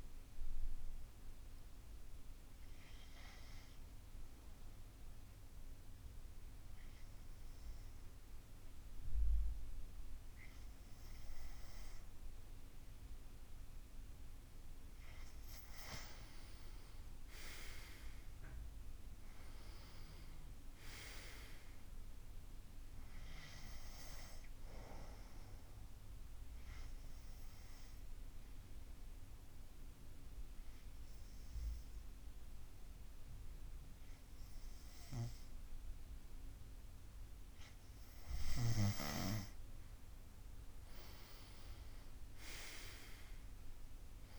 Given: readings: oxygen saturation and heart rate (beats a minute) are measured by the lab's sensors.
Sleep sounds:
breathing in sleep by a room microphone; 2
0.50-13.50 s: hypopnea (oxygen 96% before, 93% lowest, heart rate 84 before, 68 extreme, up 7 after)
16.50-20.50 s: arousal
25.00-36.50 s: obstructive apnea (oxygen 96% before, 93% lowest, heart rate 75 before, 70 extreme, up 10 after)
39.00-43.50 s: arousal
From the record:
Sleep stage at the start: N2 (light sleep); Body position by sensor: on the back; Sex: male

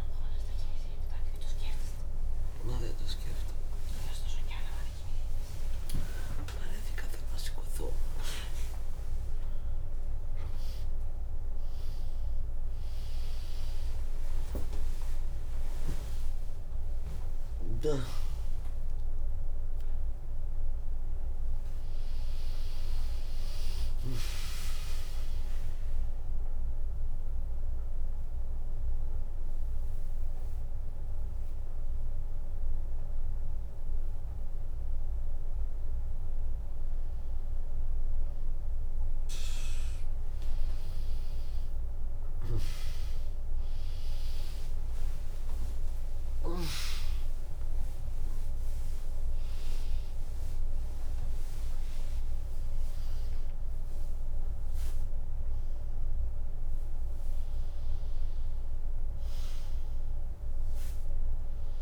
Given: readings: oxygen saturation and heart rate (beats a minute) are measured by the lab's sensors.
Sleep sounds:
a person awake in a sleep study, by a room microphone; none
10.00-16.00 s: tachycardia (device-marked, heart rate 79 before, 107 extreme)
13.00-15.00 s: long interval between heartbeats (device-marked, heart rate 87 before, 101 extreme)
16.00-35.00 s: drop in pulse transit time (device-marked, heart rate 90 before, 81 extreme)
42.00-49.00 s: tachycardia (device-marked, heart rate 80 before, 129 extreme)
43.50-45.50 s: long interval between heartbeats (device-marked, heart rate 81 before, 82 extreme)
46.00-48.00 s: long interval between heartbeats (device-marked, heart rate 81 before, 119 extreme)
57.00-61.82 s: new sleep stage, N1 (lightest sleep)
From the record:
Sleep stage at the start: awake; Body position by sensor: on the back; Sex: female

